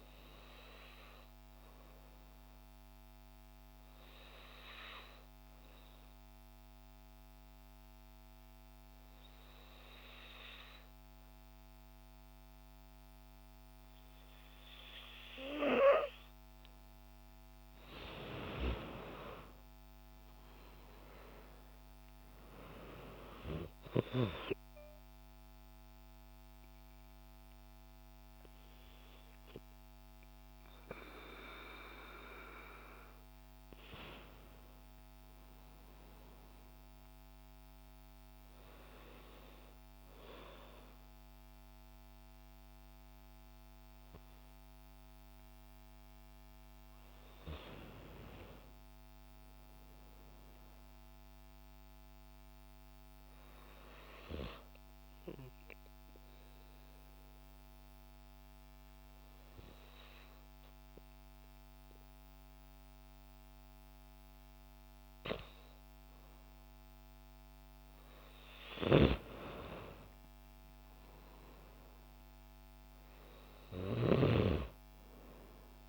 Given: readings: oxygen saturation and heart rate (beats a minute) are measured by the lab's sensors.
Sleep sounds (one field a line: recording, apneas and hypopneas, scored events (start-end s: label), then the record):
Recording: breathing in sleep by a microphone on the trachea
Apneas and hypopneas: 2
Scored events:
2.50-16.00 s: hypopnea (oxygen 97% before, 92% lowest, heart rate 63 before, 54 extreme, up 49 after)
17.00-20.00 s: arousal
23.00-44.00 s: oxygen desaturation (device-marked, oxygen 96% before, 92% lowest, heart rate 87 before, 52 extreme)
49.00-52.00 s: arousal
54.50-64.50 s: obstructive apnea (oxygen 97% before, 93% lowest, heart rate 66 before, 53 extreme, up 10 after)
66.50-70.00 s: arousal
From the record:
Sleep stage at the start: N2 (light sleep)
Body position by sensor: on the back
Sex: female